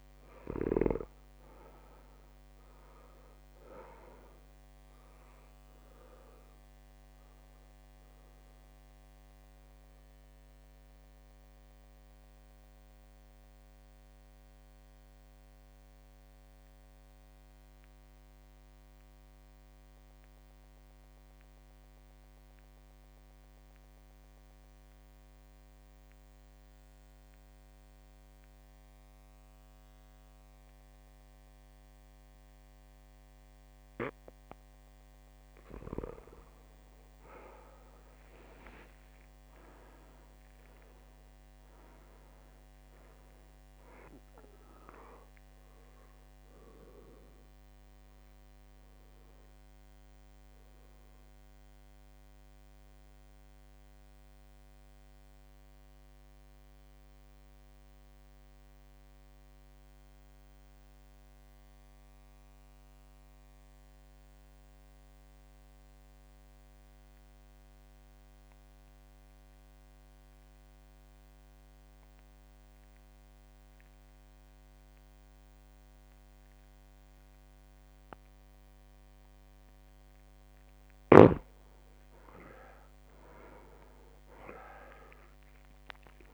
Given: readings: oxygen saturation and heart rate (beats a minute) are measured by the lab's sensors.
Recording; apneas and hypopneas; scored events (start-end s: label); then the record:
breathing in sleep by a microphone on the trachea; 2
0.00-1.00 s: arousal
0.00-1.00 s: snoring (device-marked)
5.50-28.50 s: oxygen desaturation (device-marked, oxygen 99% before, 91% lowest, heart rate 52 before, 50 extreme)
7.00-34.50 s: obstructive apnea (oxygen 99% before, 90% lowest, heart rate 52 before, 50 extreme, up 2 after)
37.00-41.50 s: arousal
40.50-61.50 s: drop in pulse transit time (device-marked, heart rate 52 before, 51 extreme)
42.50-67.50 s: oxygen desaturation (device-marked, oxygen 99% before, 90% lowest, heart rate 52 before, 51 extreme)
47.00-79.50 s: mixed apnea (oxygen 99% before, 85% lowest, heart rate 52 before, 51 extreme, up 3 after)
81.50-86.34 s: oxygen desaturation (device-marked, oxygen 99% before, 85% lowest, heart rate 53 before, 51 extreme)
82.50-86.34 s: arousal
84.50-86.34 s: drop in pulse transit time (device-marked, heart rate 53 before, 51 extreme)
From the record:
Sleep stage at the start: REM sleep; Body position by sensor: on the back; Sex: male